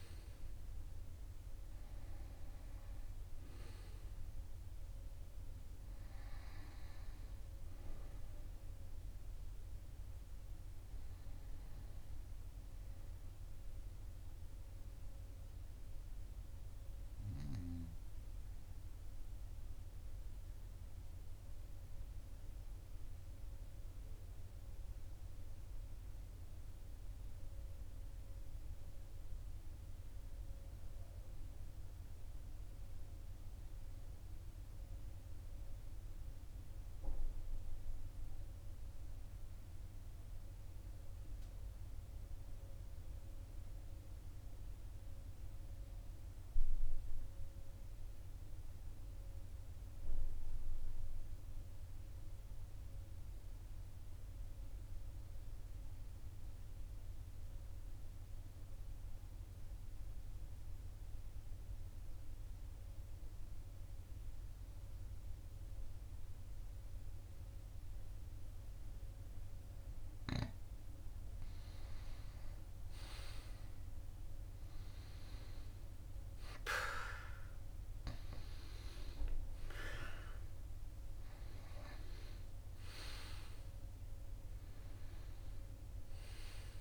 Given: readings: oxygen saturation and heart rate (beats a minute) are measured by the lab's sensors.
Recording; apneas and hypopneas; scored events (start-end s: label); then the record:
breathing in sleep by a room microphone; 1
0.00-20.50 s: oxygen desaturation (device-marked, oxygen 80% lowest, heart rate 43 extreme)
19.50-69.50 s: obstructive apnea (oxygen 95% before, 81% lowest, heart rate 46 before, 42 extreme, up 6 after)
46.50-86.81 s: oxygen desaturation (device-marked, oxygen 99% before, 81% lowest, heart rate 43 before, 42 extreme)
72.00-76.00 s: arousal
From the record:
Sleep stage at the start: REM sleep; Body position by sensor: on the right side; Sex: male